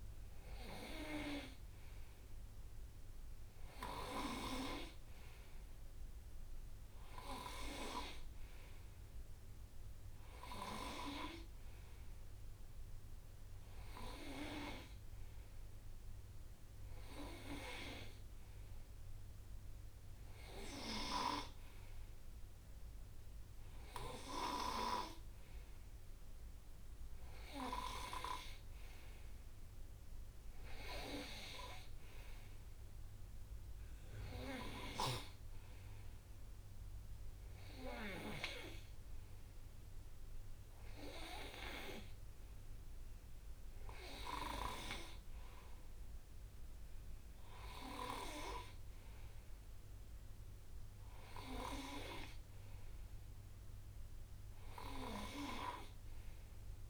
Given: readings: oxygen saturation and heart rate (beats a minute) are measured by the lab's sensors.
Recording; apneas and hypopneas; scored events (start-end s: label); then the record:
breathing in sleep by a room microphone; none
none scored
From the record:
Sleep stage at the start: N2 (light sleep); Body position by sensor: on the right side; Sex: male